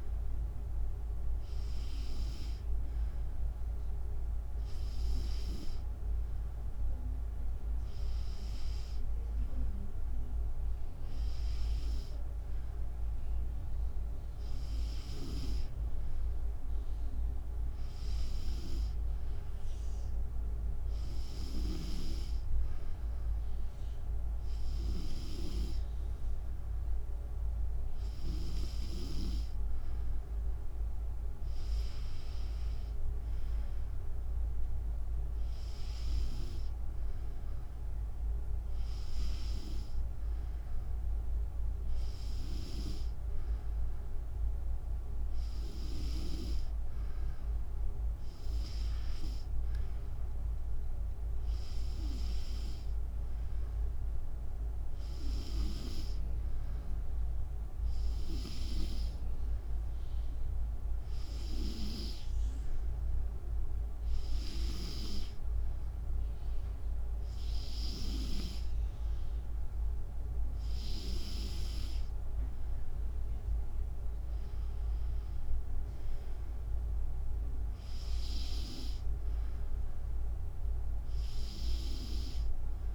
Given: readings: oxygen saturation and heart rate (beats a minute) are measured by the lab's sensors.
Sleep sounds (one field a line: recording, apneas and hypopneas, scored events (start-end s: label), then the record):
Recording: breathing in sleep by a room microphone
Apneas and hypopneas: none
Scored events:
32.50-43.50 s: drop in pulse transit time (device-marked, heart rate 74 before, 75 extreme)
74.50-82.95 s: drop in pulse transit time (device-marked, heart rate 75 before, 75 extreme)
From the record:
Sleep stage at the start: N2 (light sleep)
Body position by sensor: on the back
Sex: female